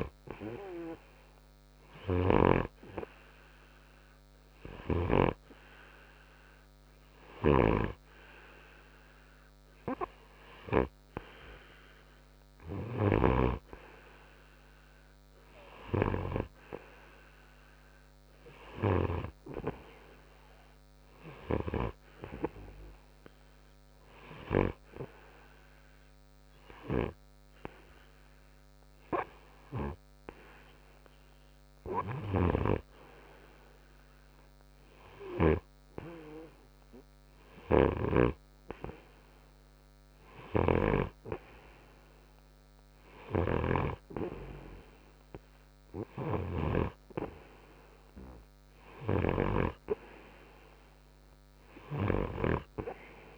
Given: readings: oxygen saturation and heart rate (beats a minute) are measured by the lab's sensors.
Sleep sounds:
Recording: breathing in sleep by a microphone on the trachea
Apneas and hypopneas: 1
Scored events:
1.50-12.50 s: hypopnea (oxygen 95% before, 92% lowest, heart rate 63 before, 62 extreme, up 0 after)
14.00-17.50 s: arousal
32.50-36.00 s: snoring (device-marked)
38.00-44.00 s: snoring (device-marked)
From the record:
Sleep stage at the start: N2 (light sleep)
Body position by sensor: on the right side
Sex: male

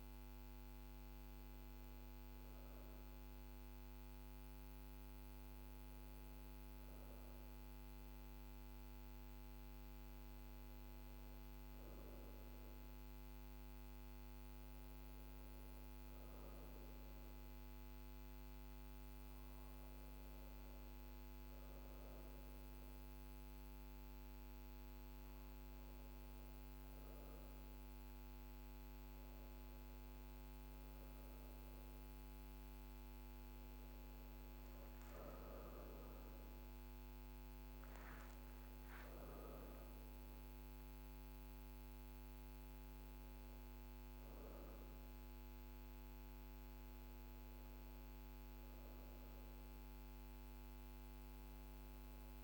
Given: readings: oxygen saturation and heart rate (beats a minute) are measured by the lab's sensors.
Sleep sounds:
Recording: a person awake in a sleep study, hard to hear, by a microphone on the trachea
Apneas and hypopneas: none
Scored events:
none scored
From the record:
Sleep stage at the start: awake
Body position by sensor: on the back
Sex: female

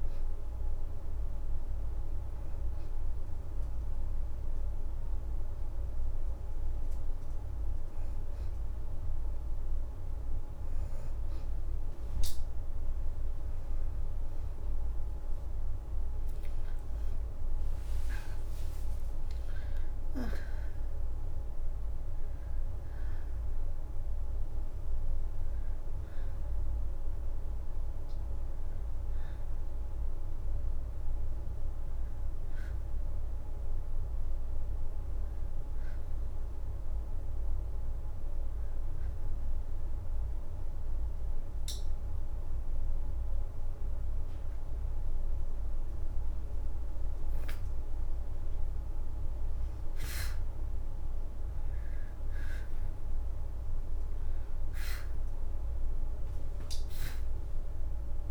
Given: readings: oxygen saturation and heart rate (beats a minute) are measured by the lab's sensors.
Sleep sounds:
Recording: breathing in sleep, hard to hear, by a room microphone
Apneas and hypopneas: 2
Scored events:
0.00-13.00 s: oxygen desaturation (device-marked, oxygen 86% lowest, heart rate 78 extreme)
0.50-10.50 s: hypopnea (oxygen 93% before, 86% lowest, heart rate 81 before, 78 extreme, up 14 after)
14.50-18.50 s: arousal
17.50-20.00 s: leg movement (device-marked)
23.00-40.00 s: oxygen desaturation (device-marked, oxygen 93% before, 86% lowest, heart rate 83 before, 75 extreme)
36.00-46.00 s: hypopnea (oxygen 93% before, 86% lowest, heart rate 85 before, 75 extreme, up 1 after)
50.00-54.00 s: arousal
53.00-58.31 s: oxygen desaturation (device-marked, oxygen 95% before, 86% lowest, heart rate 78 before, 75 extreme)
From the record:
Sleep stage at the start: N2 (light sleep)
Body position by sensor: on the back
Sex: female

